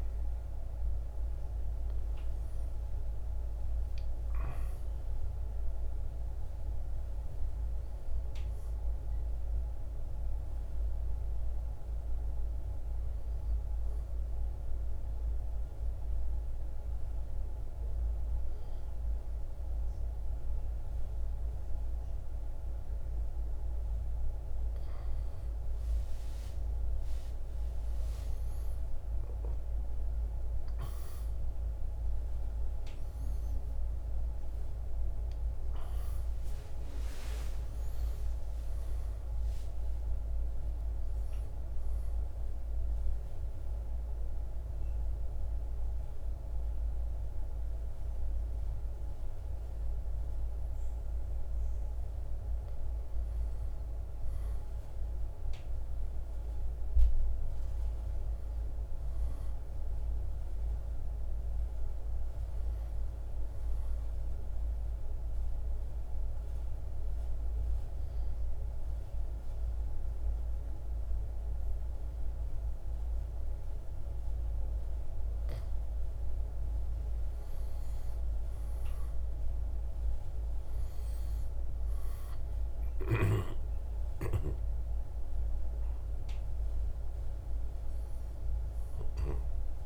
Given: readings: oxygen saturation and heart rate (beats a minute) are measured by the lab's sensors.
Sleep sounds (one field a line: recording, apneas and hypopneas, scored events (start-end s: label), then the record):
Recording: breathing in sleep, hard to hear, by a room microphone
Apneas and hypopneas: 3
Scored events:
0.00-2.00 s: arousal
0.00-9.00 s: oxygen desaturation (device-marked, oxygen 93% lowest, heart rate 60 extreme)
14.00-24.00 s: central apnea (oxygen 97% before, 92% lowest, heart rate 64 before, 60 extreme, up 20 after)
25.50-31.00 s: arousal
36.00-59.00 s: oxygen desaturation (device-marked, oxygen 95% before, 92% lowest, heart rate 68 before, 59 extreme)
37.00-51.00 s: drop in pulse transit time (device-marked, heart rate 69 before, 66 extreme)
42.00-53.00 s: central apnea (oxygen 95% before, 92% lowest, heart rate 73 before, 59 extreme, up 1 after)
55.50-60.50 s: arousal
64.50-76.00 s: central apnea (oxygen 97% before, 92% lowest, heart rate 66 before, 59 extreme, up 7 after)
66.00-77.00 s: oxygen desaturation (device-marked, oxygen 97% before, 94% lowest, heart rate 65 before, 59 extreme)
78.50-83.00 s: arousal
81.00-89.86 s: drop in pulse transit time (device-marked, heart rate 62 before, 65 extreme)
From the record:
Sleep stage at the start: N1 (lightest sleep)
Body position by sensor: on the right side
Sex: male